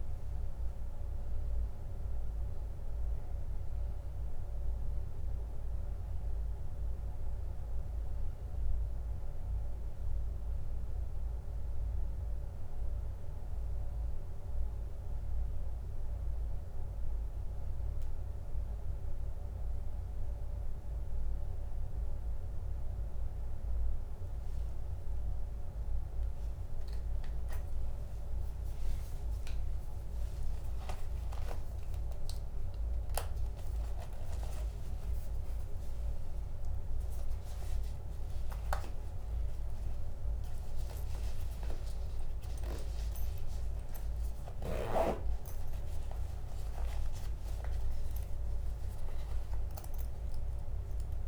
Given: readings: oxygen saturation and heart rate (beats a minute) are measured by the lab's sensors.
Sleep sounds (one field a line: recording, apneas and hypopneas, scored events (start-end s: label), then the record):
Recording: a person awake in a sleep study, hard to hear, by a room microphone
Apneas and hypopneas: none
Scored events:
none scored
From the record:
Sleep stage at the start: awake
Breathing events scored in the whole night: 319 in 4.1 hours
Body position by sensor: on the back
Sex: male